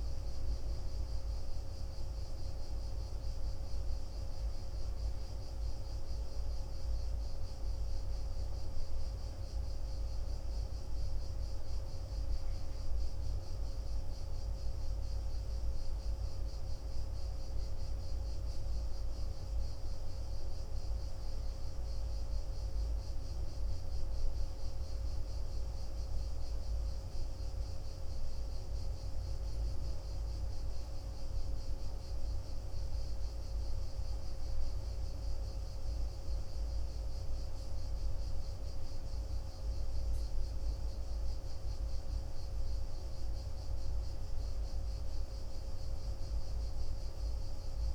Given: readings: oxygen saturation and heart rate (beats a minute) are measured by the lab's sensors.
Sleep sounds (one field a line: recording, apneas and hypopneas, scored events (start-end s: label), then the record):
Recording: breathing in sleep, hard to hear, by a room microphone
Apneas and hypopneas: none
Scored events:
none scored
From the record:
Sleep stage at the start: N1 (lightest sleep)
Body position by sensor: on the back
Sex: male